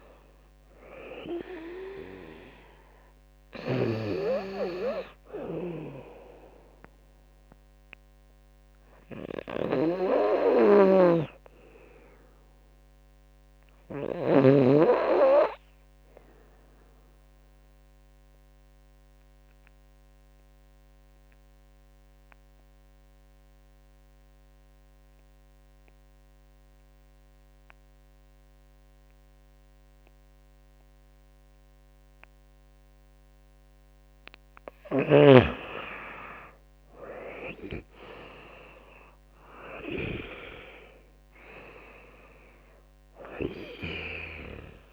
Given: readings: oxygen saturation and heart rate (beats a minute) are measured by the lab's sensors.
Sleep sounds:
breathing in sleep by a microphone on the trachea; 1
0.00-8.50 s: drop in pulse transit time (device-marked, heart rate 80 extreme)
0.00-14.50 s: snoring (device-marked)
1.50-15.50 s: oxygen desaturation (device-marked, oxygen 98% before, 92% lowest, heart rate 78 before, 71 extreme)
16.50-34.00 s: obstructive apnea (oxygen 98% before, 89% lowest, heart rate 82 before, 71 extreme, up 18 after)
20.50-28.50 s: drop in pulse transit time (device-marked, heart rate 80 before, 75 extreme)
36.50-40.00 s: arousal
38.50-44.92 s: drop in pulse transit time (device-marked, heart rate 75 before, 76 extreme)
40.50-44.92 s: oxygen desaturation (device-marked, oxygen 96% before, 89% lowest, heart rate 76 before, 73 extreme)
43.50-44.92 s: snoring (device-marked)
From the record:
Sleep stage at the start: N2 (light sleep); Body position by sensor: on the back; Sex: female

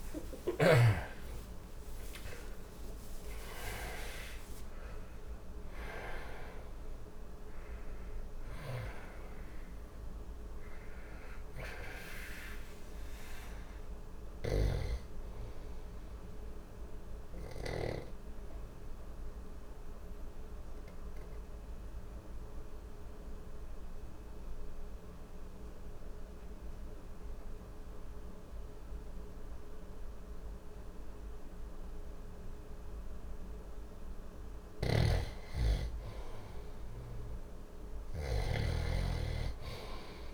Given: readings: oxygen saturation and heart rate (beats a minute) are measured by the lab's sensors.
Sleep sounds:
breathing in sleep by a room microphone; 1
0.00-3.50 s: arousal
17.50-34.50 s: mixed apnea (oxygen 96% before, 91% lowest, heart rate 70 before, 59 extreme, up 1 after)
23.50-38.50 s: oxygen desaturation (device-marked, oxygen 95% before, 91% lowest, heart rate 65 before, 60 extreme)
34.00-40.34 s: snoring (device-marked)
37.50-40.34 s: arousal
From the record:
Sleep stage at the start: N2 (light sleep); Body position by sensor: on the back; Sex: male

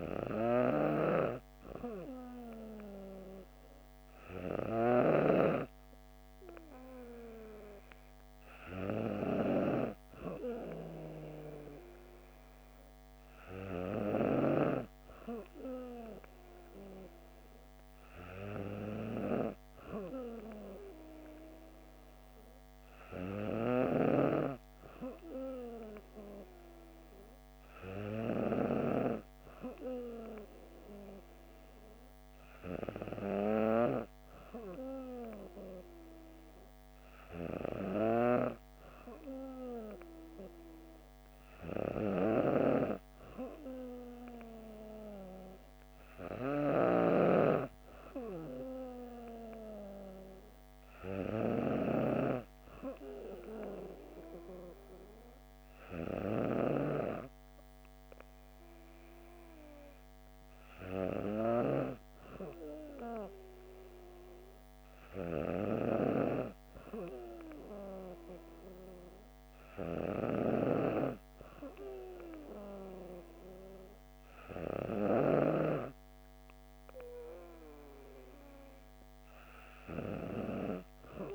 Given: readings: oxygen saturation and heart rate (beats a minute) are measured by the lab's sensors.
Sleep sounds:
breathing in sleep by a microphone on the trachea; none
none scored
From the record:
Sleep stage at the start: N2 (light sleep); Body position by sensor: on the back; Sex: female

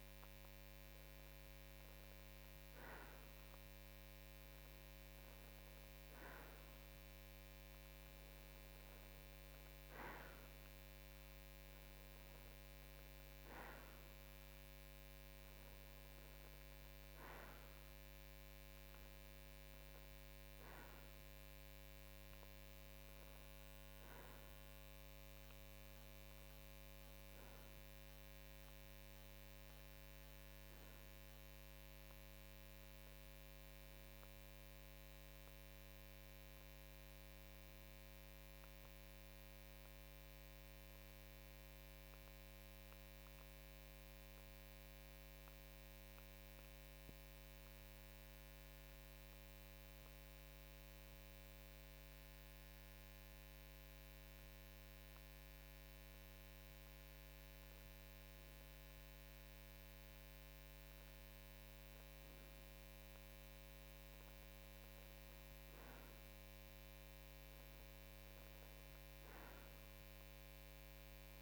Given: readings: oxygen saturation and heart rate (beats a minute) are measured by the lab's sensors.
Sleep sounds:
breathing in sleep, hard to hear, by a microphone on the trachea; 1
0.00-1.00 s: arousal
36.50-61.50 s: obstructive apnea (oxygen 94% before, 92% lowest, heart rate 55 before, 45 extreme, up 2 after)
64.50-69.00 s: arousal
From the record:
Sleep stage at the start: N2 (light sleep); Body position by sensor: on the right side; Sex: male

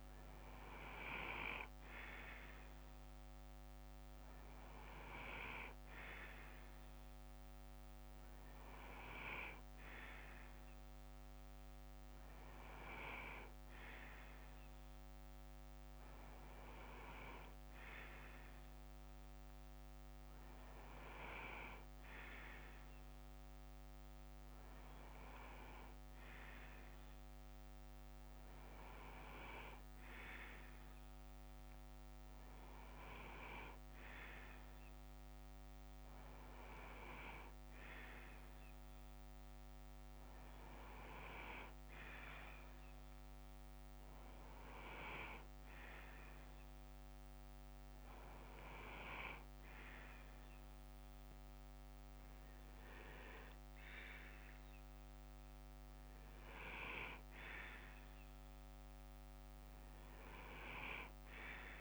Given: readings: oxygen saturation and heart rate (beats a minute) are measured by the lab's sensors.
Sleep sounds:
breathing in sleep by a microphone on the trachea; none
0.50-4.50 s: bradycardia (device-marked, heart rate 61 before, 59 extreme)
11.50-22.50 s: bradycardia (device-marked, heart rate 61 before, 56 extreme)
35.50-39.50 s: bradycardia (device-marked, heart rate 61 before, 59 extreme)
45.50-51.50 s: bradycardia (device-marked, heart rate 61 before, 59 extreme)
59.50-61.50 s: bradycardia (device-marked, heart rate 61 before, 65 extreme)
From the record:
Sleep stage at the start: N2 (light sleep); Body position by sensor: on the left side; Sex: male

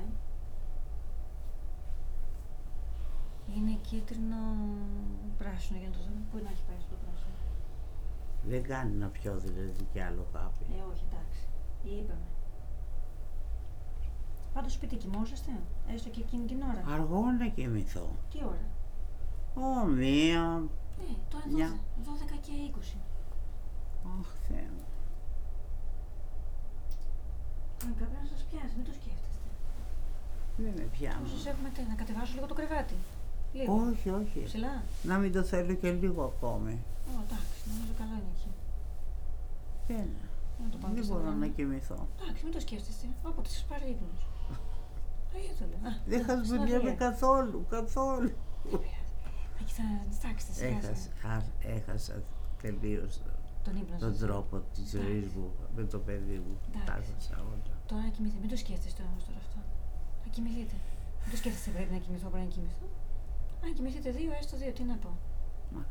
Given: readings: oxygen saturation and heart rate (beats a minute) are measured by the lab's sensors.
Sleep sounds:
breathing in sleep by a room microphone; none
16.50-65.91 s: new sleep stage, N3 (deep sleep)
17.50-21.00 s: snoring (device-marked)
From the record:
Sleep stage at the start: N1 (lightest sleep); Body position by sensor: on the right side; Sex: female

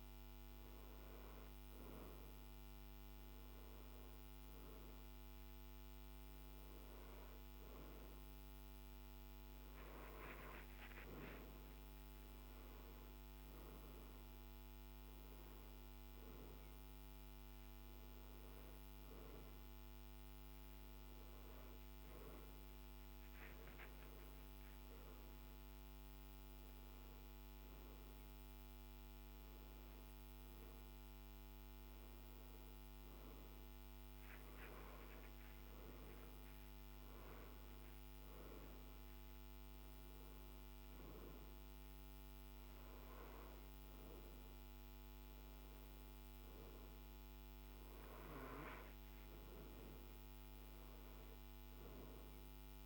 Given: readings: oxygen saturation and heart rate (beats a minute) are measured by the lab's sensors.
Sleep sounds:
breathing in sleep, hard to hear, by a microphone on the trachea; none
none scored
From the record:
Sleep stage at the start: N2 (light sleep); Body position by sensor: on the back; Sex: male

